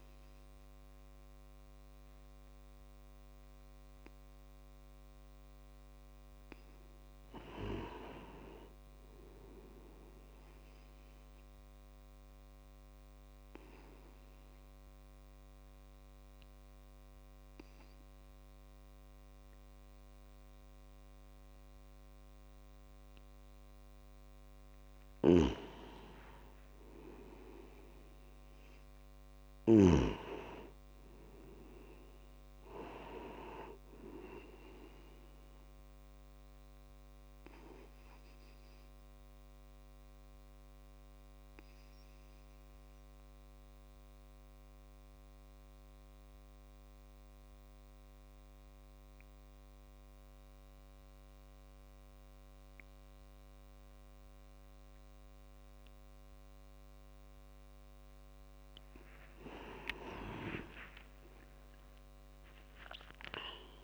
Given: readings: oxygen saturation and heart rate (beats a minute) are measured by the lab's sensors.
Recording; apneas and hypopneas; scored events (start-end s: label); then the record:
breathing in sleep by a microphone on the trachea; 2
0.00-1.00 s: oxygen desaturation (device-marked, oxygen 90% lowest, heart rate 81 extreme)
0.00-11.00 s: tachycardia (device-marked, heart rate 192 extreme)
2.00-6.50 s: arousal
12.00-14.00 s: tachycardia (device-marked, heart rate 107 before, 126 extreme)
12.50-24.00 s: obstructive apnea (oxygen 98% before, 90% lowest)
15.00-24.00 s: tachycardia (device-marked, heart rate 108 before, 145 extreme)
25.00-30.00 s: snoring (device-marked)
26.50-30.50 s: arousal
37.00-57.50 s: obstructive apnea (oxygen 97% before, 90% lowest)
59.50-63.83 s: arousal
From the record:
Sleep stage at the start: N2 (light sleep); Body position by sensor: on the back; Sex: male